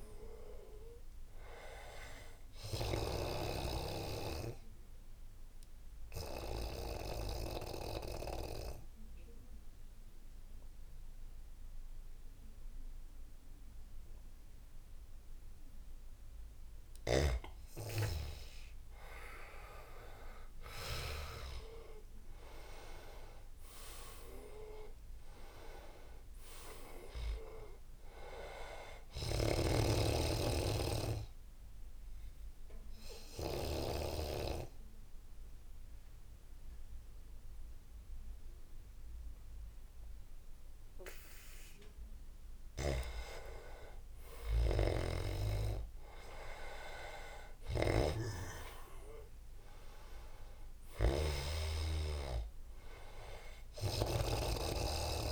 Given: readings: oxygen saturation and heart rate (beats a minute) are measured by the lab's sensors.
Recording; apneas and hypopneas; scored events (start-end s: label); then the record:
breathing in sleep by a room microphone; 2
0.00-11.00 s: oxygen desaturation (device-marked, oxygen 99% before, 93% lowest, heart rate 84 before, 77 extreme)
4.00-17.50 s: obstructive apnea (oxygen 99% before, 91% lowest, heart rate 82 before, 72 extreme, up 16 after)
19.00-22.00 s: arousal
21.00-40.00 s: oxygen desaturation (device-marked, oxygen 97% before, 91% lowest, heart rate 80 before, 72 extreme)
31.00-42.50 s: obstructive apnea (oxygen 97% before, 86% lowest, heart rate 85 before, 72 extreme, up 17 after)
44.00-49.00 s: arousal
48.00-51.50 s: snoring (device-marked)
53.00-55.32 s: oxygen desaturation (device-marked, oxygen 98% before, 94% lowest, heart rate 81 before, 74 extreme)
From the record:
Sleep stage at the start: N2 (light sleep); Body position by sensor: on the back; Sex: male